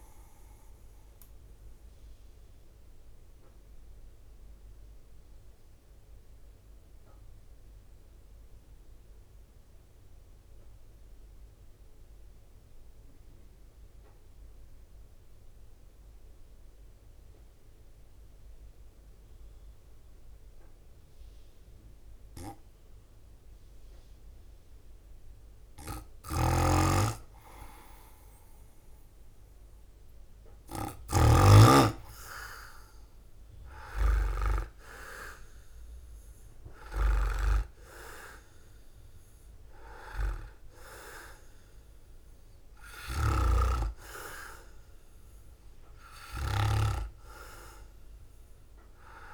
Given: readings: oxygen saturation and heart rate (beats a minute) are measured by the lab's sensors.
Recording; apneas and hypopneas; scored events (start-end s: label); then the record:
breathing in sleep by a room microphone; 1
1.50-24.50 s: mixed apnea (oxygen 98% before, 94% lowest, heart rate 69 before, 53 extreme, up 6 after)
26.00-31.00 s: snoring (device-marked)
27.00-30.50 s: arousal
29.00-49.34 s: drop in pulse transit time (device-marked, heart rate 54 before, 51 extreme)
From the record:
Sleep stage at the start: N2 (light sleep); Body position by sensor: on the right side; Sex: male